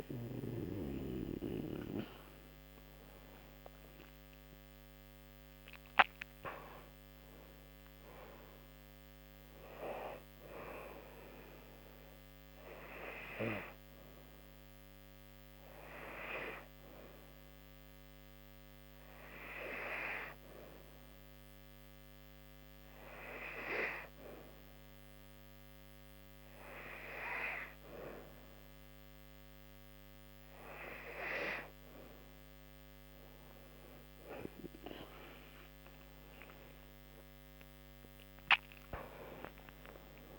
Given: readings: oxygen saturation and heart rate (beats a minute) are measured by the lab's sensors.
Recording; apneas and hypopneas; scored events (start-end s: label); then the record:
breathing in sleep by a microphone on the trachea; 1
0.00-10.00 s: oxygen desaturation (device-marked, oxygen 93% lowest, heart rate 71 extreme)
4.00-7.50 s: arousal
12.50-29.50 s: hypopnea (oxygen 97% before, 92% lowest, heart rate 77 before, 71 extreme, up 5 after)
32.00-40.39 s: oxygen desaturation (device-marked, oxygen 96% before, 92% lowest, heart rate 73 before, 70 extreme)
36.50-40.39 s: arousal
From the record:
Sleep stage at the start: N2 (light sleep); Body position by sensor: on the back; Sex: female